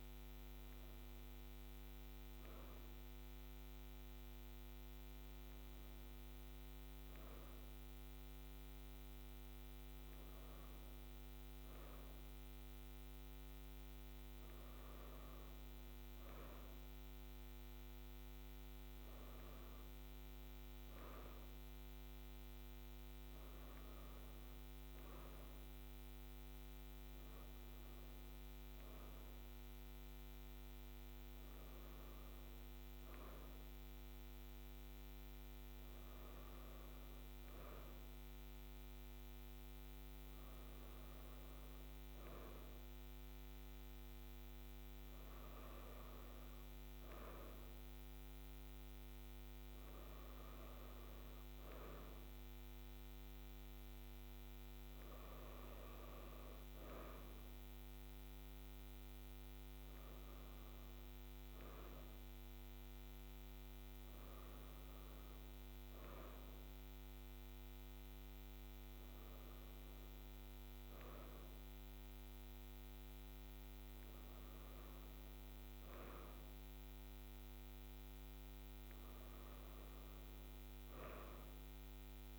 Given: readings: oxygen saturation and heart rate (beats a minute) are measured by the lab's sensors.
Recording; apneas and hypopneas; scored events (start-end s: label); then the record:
breathing in sleep, hard to hear, by a microphone on the trachea; none
none scored
From the record:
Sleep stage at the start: N2 (light sleep); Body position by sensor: on the right side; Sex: female